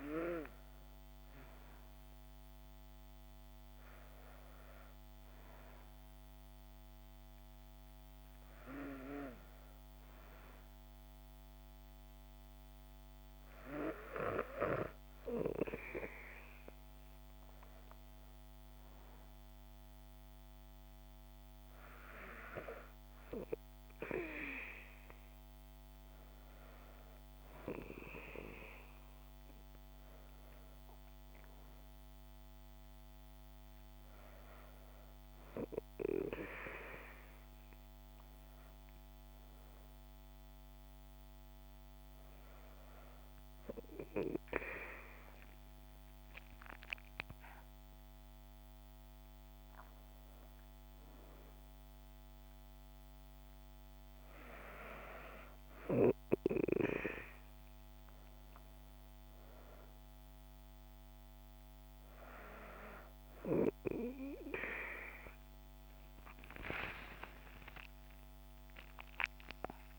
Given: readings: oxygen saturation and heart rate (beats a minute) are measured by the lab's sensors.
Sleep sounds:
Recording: breathing in sleep by a microphone on the trachea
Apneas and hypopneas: none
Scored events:
65.50-69.99 s: arousal
From the record:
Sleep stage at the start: N2 (light sleep)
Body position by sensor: on the back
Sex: female

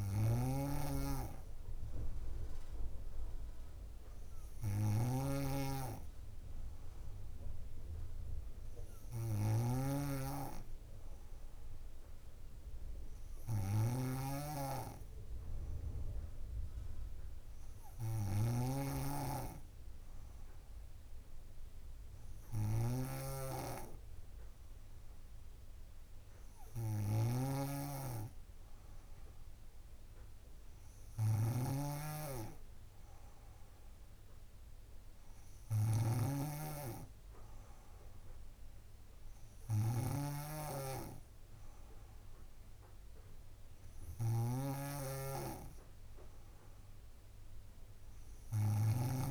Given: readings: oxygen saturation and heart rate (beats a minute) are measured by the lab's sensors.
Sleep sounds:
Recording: breathing in sleep by a room microphone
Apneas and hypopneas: none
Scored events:
0.00-49.31 s: snoring (device-marked)
From the record:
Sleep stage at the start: N2 (light sleep)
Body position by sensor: on the back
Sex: female

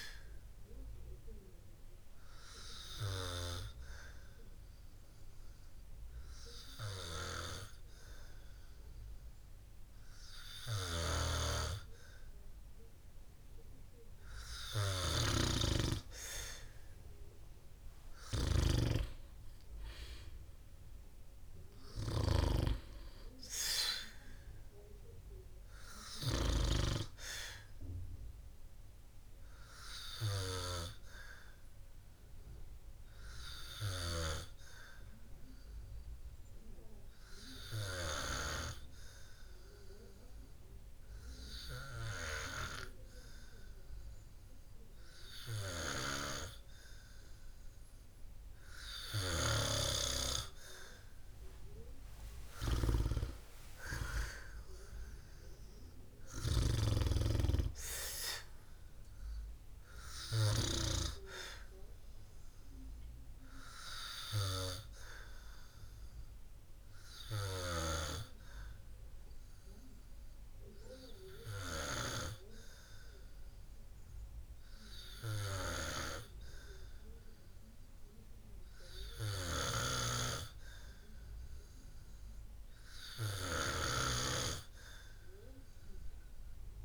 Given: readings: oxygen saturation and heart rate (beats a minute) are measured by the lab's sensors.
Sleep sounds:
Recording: breathing in sleep by a room microphone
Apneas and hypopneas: 3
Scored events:
4.00-18.00 s: obstructive apnea (oxygen 95% before, 94% lowest, heart rate 62 before, 56 extreme, up 8 after)
16.00-27.50 s: snoring (device-marked)
18.50-22.00 s: arousal
29.50-47.50 s: obstructive apnea (oxygen 96% before, 93% lowest, heart rate 60 before, 56 extreme, up 5 after)
48.50-51.50 s: arousal
62.00-75.00 s: obstructive apnea (oxygen 97% before, 93% lowest, heart rate 60 before, 53 extreme, up 0 after)
78.00-86.85 s: oxygen desaturation (device-marked, oxygen 96% before, 93% lowest, heart rate 60 before, 54 extreme)
78.50-81.00 s: arousal
80.50-86.85 s: snoring (device-marked)
From the record:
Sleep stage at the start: N2 (light sleep)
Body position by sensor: on the back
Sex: male

